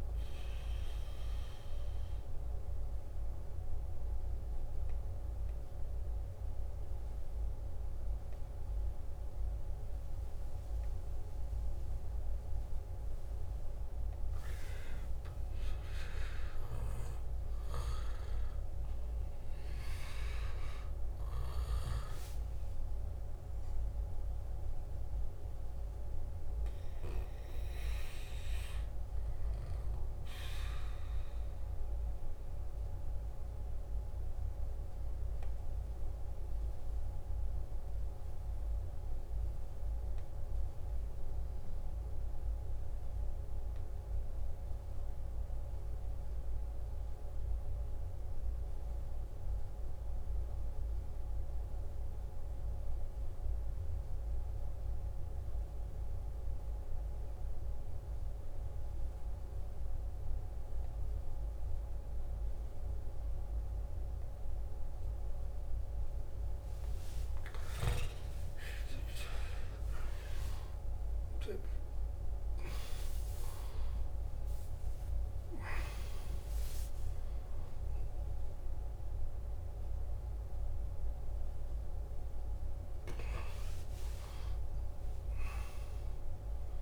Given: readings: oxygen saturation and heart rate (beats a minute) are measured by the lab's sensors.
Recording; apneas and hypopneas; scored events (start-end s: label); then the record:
breathing in sleep, hard to hear, by a room microphone; 2
0.00-4.00 s: oxygen desaturation (device-marked, oxygen 93% lowest, heart rate 51 extreme)
2.00-14.00 s: obstructive apnea (oxygen 98% before, 92% lowest, heart rate 57 before, 52 extreme, up 8 after)
14.50-18.00 s: arousal
34.50-67.50 s: obstructive apnea (oxygen 98% before, 90% lowest, heart rate 58 before, 51 extreme, up 42 after)
57.00-83.00 s: oxygen desaturation (device-marked, oxygen 97% before, 90% lowest, heart rate 52 before, 54 extreme)
73.50-75.50 s: long interval between heartbeats (device-marked, heart rate 56 before, 83 extreme)
75.00-86.82 s: new sleep stage, awake
From the record:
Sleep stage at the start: N2 (light sleep); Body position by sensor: on the back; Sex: male